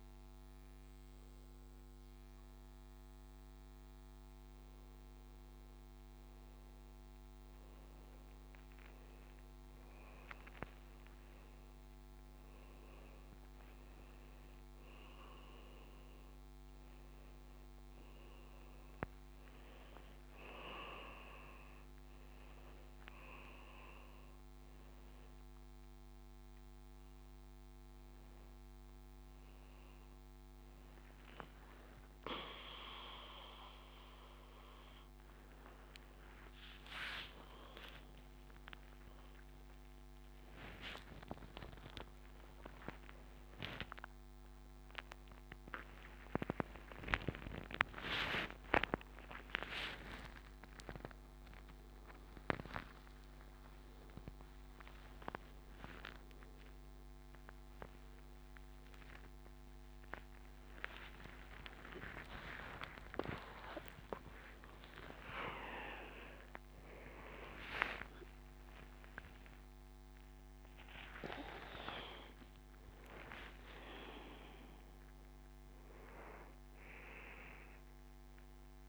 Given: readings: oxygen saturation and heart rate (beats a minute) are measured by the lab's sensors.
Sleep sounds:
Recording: a person awake in a sleep study, by a microphone on the trachea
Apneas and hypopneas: none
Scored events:
0.00-22.50 s: tachycardia (device-marked, heart rate 125 extreme)
31.50-46.50 s: tachycardia (device-marked, heart rate 86 before, 117 extreme)
58.50-71.50 s: tachycardia (device-marked, heart rate 88 before, 132 extreme)
61.50-63.50 s: long interval between heartbeats (device-marked, heart rate 104 before, 114 extreme)
64.00-66.00 s: long interval between heartbeats (device-marked, heart rate 105 before, 131 extreme)
72.50-78.89 s: new sleep stage, N1 (lightest sleep)
From the record:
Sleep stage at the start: awake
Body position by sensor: upright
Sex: male

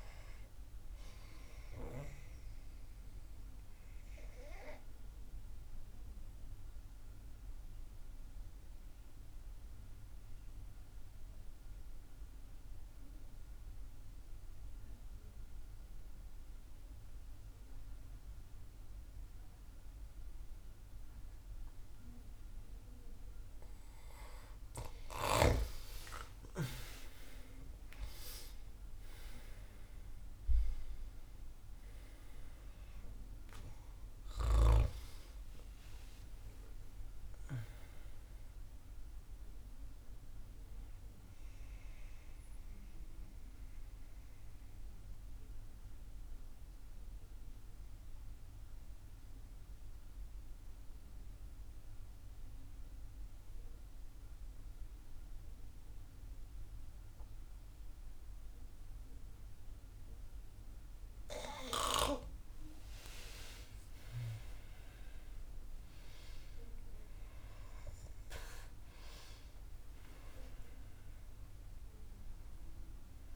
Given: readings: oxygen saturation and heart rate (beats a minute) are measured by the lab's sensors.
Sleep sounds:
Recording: breathing in sleep by a room microphone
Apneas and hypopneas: 2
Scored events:
2.00-25.50 s: obstructive apnea (oxygen 98% before, 93% lowest, heart rate 61 before, 59 extreme, up 8 after)
26.50-32.00 s: arousal
41.50-61.00 s: mixed apnea (oxygen 96% before, 93% lowest, heart rate 65 before, 57 extreme, up 9 after)
62.50-67.50 s: arousal
66.00-68.00 s: long interval between heartbeats (device-marked, heart rate 61 before, 66 extreme)
From the record:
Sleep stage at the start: N2 (light sleep)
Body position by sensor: on the back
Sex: female

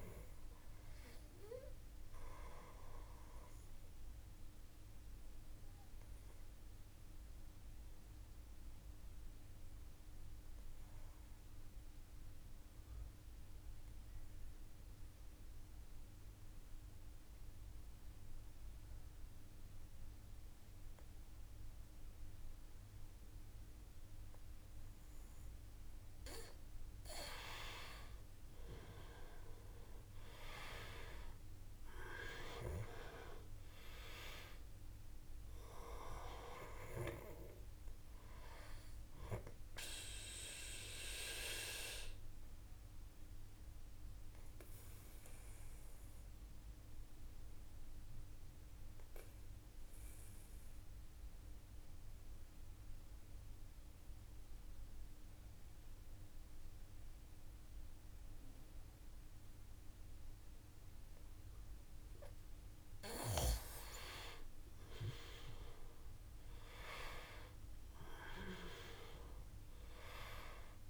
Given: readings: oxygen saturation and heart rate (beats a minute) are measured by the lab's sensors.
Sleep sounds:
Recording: breathing in sleep by a room microphone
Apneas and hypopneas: 2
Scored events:
0.00-20.50 s: oxygen desaturation (device-marked, oxygen 89% lowest, heart rate 51 extreme)
1.00-24.50 s: obstructive apnea (oxygen 97% before, 88% lowest, heart rate 57 before, 51 extreme, up 2 after)
28.50-32.00 s: arousal
33.50-57.50 s: oxygen desaturation (device-marked, oxygen 97% before, 88% lowest, heart rate 55 before, 53 extreme)
40.00-61.00 s: obstructive apnea (oxygen 97% before, 88% lowest, heart rate 55 before, 53 extreme, up 5 after)
63.00-68.00 s: arousal
From the record:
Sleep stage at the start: N2 (light sleep)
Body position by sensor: on the back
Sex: male

